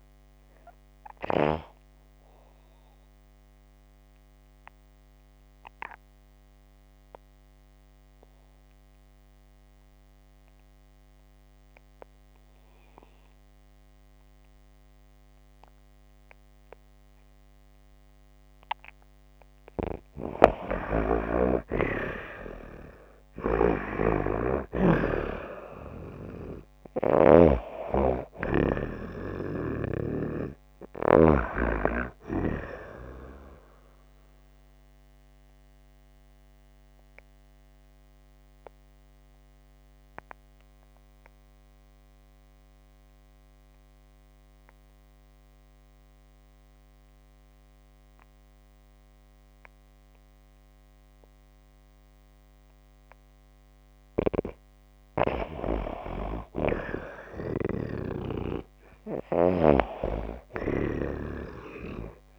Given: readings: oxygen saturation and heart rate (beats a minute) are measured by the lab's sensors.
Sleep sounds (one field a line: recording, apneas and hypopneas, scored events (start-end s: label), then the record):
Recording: breathing in sleep by a microphone on the trachea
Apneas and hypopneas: 2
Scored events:
3.00-20.00 s: obstructive apnea (oxygen 94% before, 87% lowest)
20.00-27.00 s: snoring (device-marked)
23.00-30.00 s: oxygen desaturation (device-marked, oxygen 95% before, 91% lowest)
23.50-27.00 s: arousal
34.00-53.00 s: obstructive apnea (oxygen 95% before, 87% lowest)
53.00-56.50 s: arousal
54.50-59.00 s: snoring (device-marked)
56.00-62.39 s: oxygen desaturation (device-marked, oxygen 95% before, 87% lowest)
From the record:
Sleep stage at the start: N2 (light sleep)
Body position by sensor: on the back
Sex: female